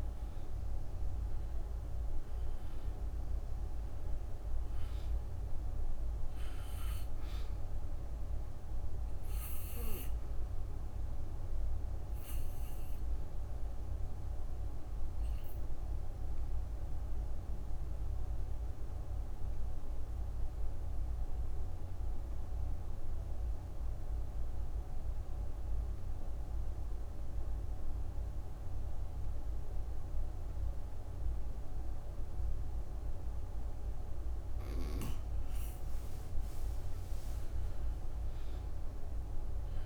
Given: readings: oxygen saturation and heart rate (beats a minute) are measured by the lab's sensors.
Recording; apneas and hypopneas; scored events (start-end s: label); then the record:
breathing in sleep, hard to hear, by a room microphone; 1
0.00-2.50 s: arousal
4.50-30.50 s: oxygen desaturation (device-marked, oxygen 96% before, 87% lowest, heart rate 64 before, 55 extreme)
14.50-35.50 s: obstructive apnea (oxygen 96% before, 87% lowest, heart rate 67 before, 55 extreme, up 15 after)
From the record:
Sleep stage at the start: N2 (light sleep); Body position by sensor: on the back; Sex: female